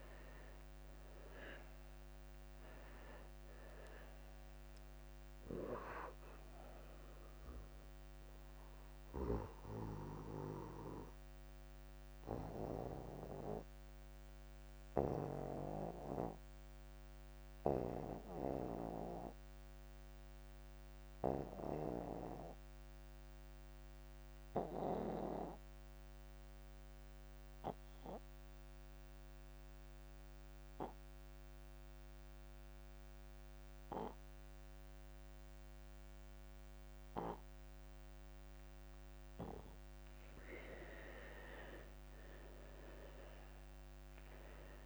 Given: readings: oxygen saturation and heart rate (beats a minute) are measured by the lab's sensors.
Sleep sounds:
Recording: breathing in sleep by a microphone on the trachea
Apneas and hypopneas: 1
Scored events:
0.00-26.00 s: oxygen desaturation (device-marked, oxygen 87% lowest)
9.50-39.50 s: obstructive apnea (oxygen 97% before, 84% lowest)
39.00-44.86 s: oxygen desaturation (device-marked, oxygen 98% before, 84% lowest)
42.00-44.86 s: arousal
From the record:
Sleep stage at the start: N2 (light sleep)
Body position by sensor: on the back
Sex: male

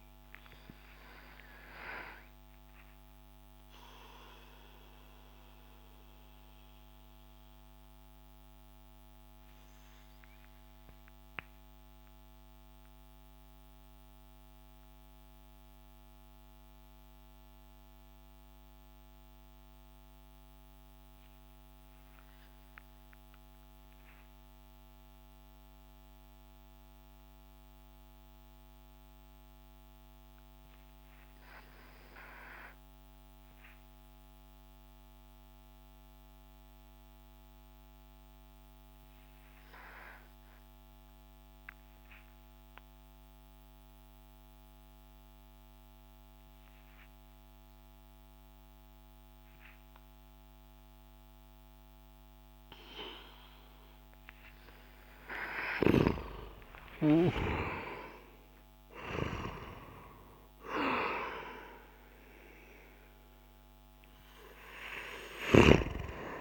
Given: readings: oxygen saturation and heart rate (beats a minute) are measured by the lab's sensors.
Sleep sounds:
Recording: breathing in sleep by a microphone on the trachea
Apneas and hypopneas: 1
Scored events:
0.00-22.00 s: oxygen desaturation (device-marked, oxygen 84% lowest)
0.50-52.00 s: obstructive apnea (oxygen 96% before, 84% lowest)
44.00-66.41 s: oxygen desaturation (device-marked, oxygen 98% before, 89% lowest)
55.00-59.50 s: arousal
From the record:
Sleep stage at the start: N2 (light sleep)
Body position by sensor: on the back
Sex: male

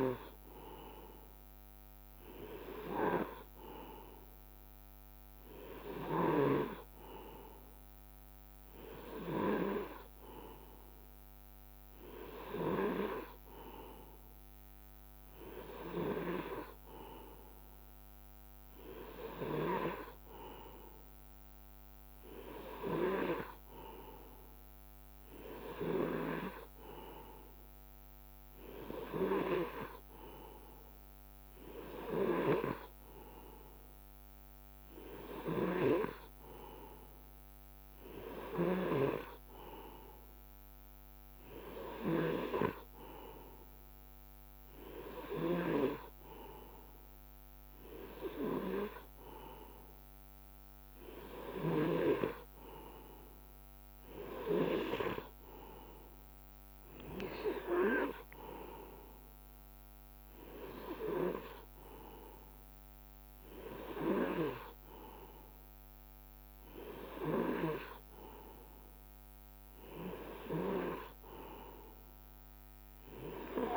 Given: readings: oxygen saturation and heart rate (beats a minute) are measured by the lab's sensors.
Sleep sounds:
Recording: breathing in sleep by a microphone on the trachea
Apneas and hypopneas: none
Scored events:
none scored
From the record:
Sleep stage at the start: N2 (light sleep)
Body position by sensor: on the right side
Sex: male

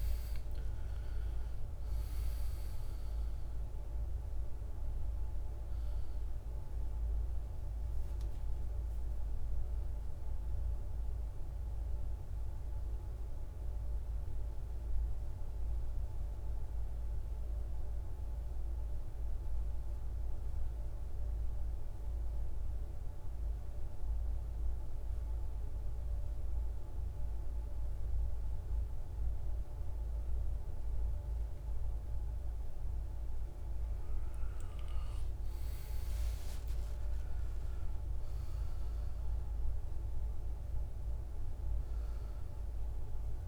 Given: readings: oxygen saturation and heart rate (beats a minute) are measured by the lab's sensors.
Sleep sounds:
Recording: breathing in sleep, hard to hear, by a room microphone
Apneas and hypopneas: 1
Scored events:
0.00-19.00 s: oxygen desaturation (device-marked, oxygen 84% lowest, heart rate 55 extreme)
13.00-32.00 s: central apnea (oxygen 97% before, 82% lowest, heart rate 69 before, 55 extreme, up 14 after)
35.50-39.00 s: arousal
38.00-43.48 s: oxygen desaturation (device-marked, oxygen 98% before, 88% lowest, heart rate 59 before, 56 extreme)
From the record:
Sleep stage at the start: N2 (light sleep)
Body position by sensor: on the back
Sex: male

